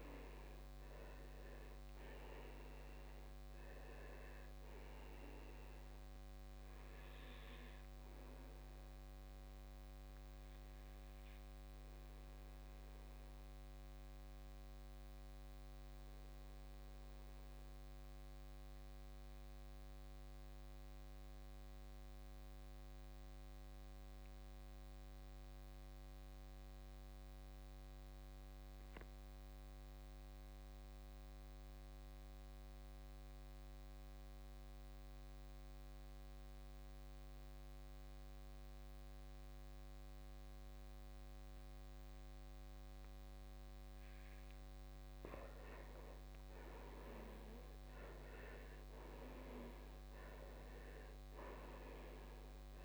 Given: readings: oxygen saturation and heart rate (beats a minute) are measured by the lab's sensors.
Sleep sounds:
breathing in sleep by a microphone on the trachea; 1
0.00-16.50 s: oxygen desaturation (device-marked, oxygen 77% lowest, heart rate 54 extreme)
10.50-44.00 s: obstructive apnea (oxygen 93% before, 77% lowest, heart rate 70 before, 54 extreme, up 11 after)
35.50-52.85 s: oxygen desaturation (device-marked, oxygen 99% before, 77% lowest, heart rate 56 before, 54 extreme)
45.50-50.00 s: arousal
From the record:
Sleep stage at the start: N2 (light sleep); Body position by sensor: on the back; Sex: male

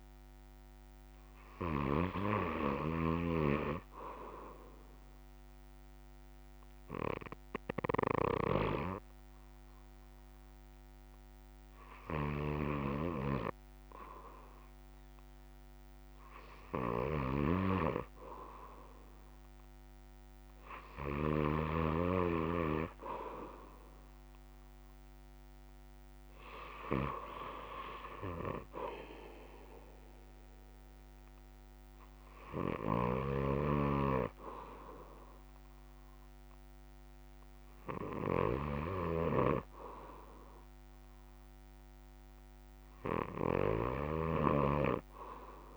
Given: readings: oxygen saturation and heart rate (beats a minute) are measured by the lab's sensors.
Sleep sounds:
breathing in sleep by a microphone on the trachea; 1
0.00-1.50 s: oxygen desaturation (device-marked, oxygen 88% lowest, heart rate 52 extreme)
6.00-16.50 s: obstructive apnea (oxygen 92% before, 86% lowest, heart rate 59 before, 56 extreme, up 9 after)
15.50-34.50 s: oxygen desaturation (device-marked, oxygen 90% before, 86% lowest, heart rate 58 before, 64 extreme)
From the record:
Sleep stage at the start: N2 (light sleep); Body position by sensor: on the back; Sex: male

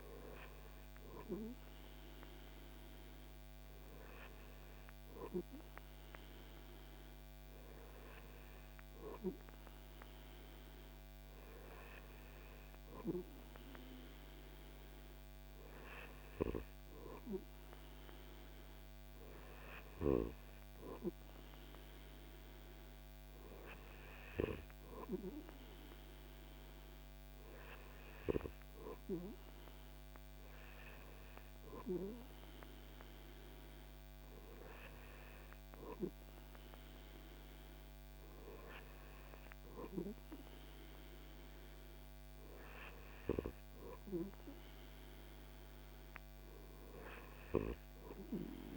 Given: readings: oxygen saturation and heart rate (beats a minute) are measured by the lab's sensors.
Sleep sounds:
breathing in sleep by a microphone on the trachea; none
none scored
From the record:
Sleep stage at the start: N2 (light sleep); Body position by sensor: on the back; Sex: male

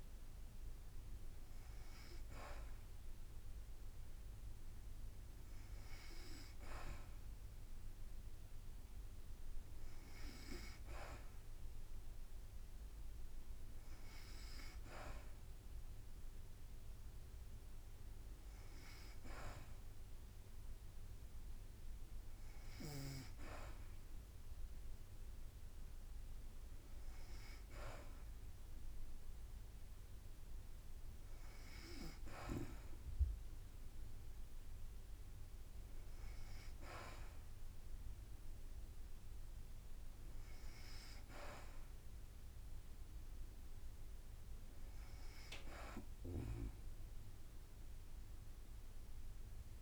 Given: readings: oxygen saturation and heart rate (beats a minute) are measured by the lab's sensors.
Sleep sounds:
breathing in sleep by a room microphone; none
none scored
From the record:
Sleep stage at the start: N2 (light sleep); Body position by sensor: on the back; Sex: female

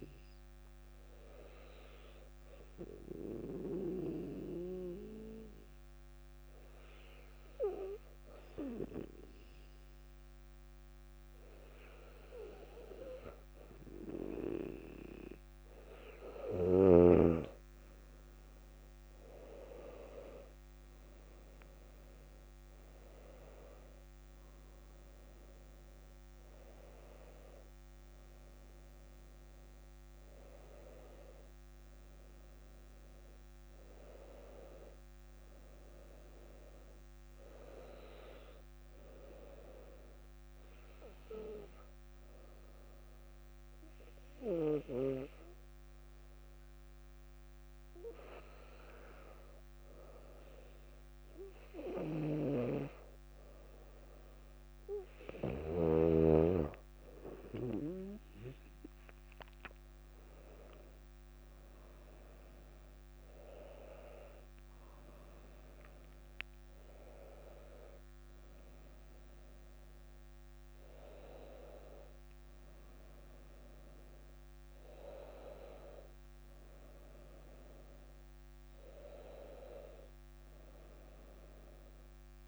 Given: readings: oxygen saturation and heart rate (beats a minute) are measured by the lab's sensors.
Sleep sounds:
breathing in sleep by a microphone on the trachea; 2
0.50-15.50 s: obstructive apnea (oxygen 98% before, 96% lowest, heart rate 61 before, 58 extreme, up 4 after)
19.00-22.00 s: arousal
41.00-53.00 s: hypopnea (oxygen 98% before, 96% lowest, heart rate 61 before, 58 extreme, up 2 after)
53.00-82.48 s: new sleep stage, N1 (lightest sleep)
58.00-63.50 s: arousal
61.00-81.00 s: oxygen desaturation (device-marked, oxygen 99% before, 96% lowest, heart rate 59 before, 57 extreme)
From the record:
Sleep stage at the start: N2 (light sleep); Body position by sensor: on the back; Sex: female

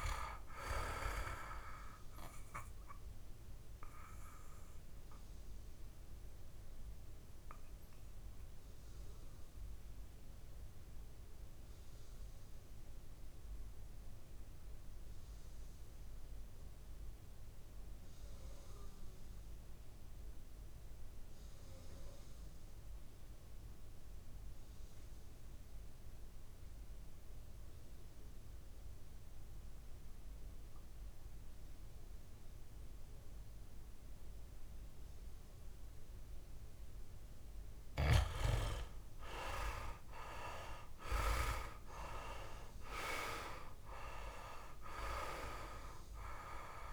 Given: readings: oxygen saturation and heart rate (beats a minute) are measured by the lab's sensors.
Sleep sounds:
breathing in sleep by a room microphone; 1
0.00-18.50 s: oxygen desaturation (device-marked, oxygen 87% lowest, heart rate 56 extreme)
5.00-37.00 s: obstructive apnea (oxygen 100% before, 86% lowest, heart rate 61 before, 54 extreme, up 5 after)
32.50-46.93 s: oxygen desaturation (device-marked, oxygen 99% before, 88% lowest, heart rate 58 before, 54 extreme)
40.50-44.50 s: arousal
From the record:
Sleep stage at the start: N2 (light sleep); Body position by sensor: on the back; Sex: male

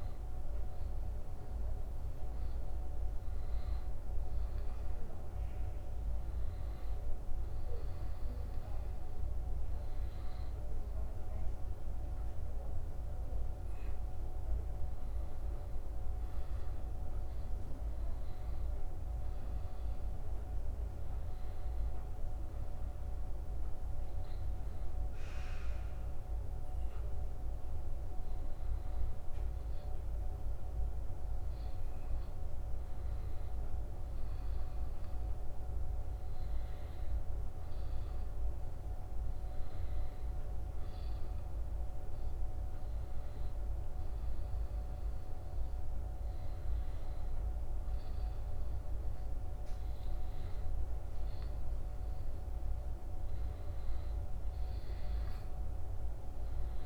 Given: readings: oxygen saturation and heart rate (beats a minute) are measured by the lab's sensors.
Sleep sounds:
breathing in sleep, hard to hear, by a room microphone; none
none scored
From the record:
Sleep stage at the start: N2 (light sleep); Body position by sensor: on the back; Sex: male

